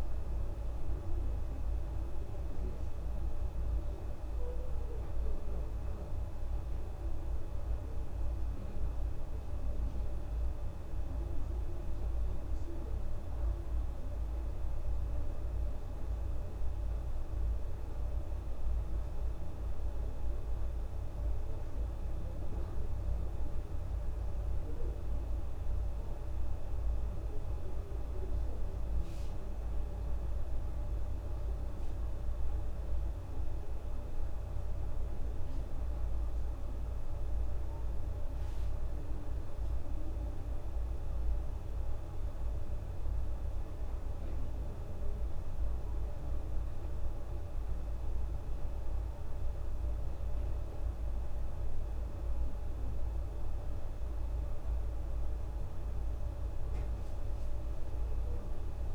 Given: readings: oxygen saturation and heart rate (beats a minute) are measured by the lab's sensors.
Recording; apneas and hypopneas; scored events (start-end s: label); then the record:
breathing in sleep, hard to hear, by a room microphone; none
none scored
From the record:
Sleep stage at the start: N1 (lightest sleep); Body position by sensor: on the back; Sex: female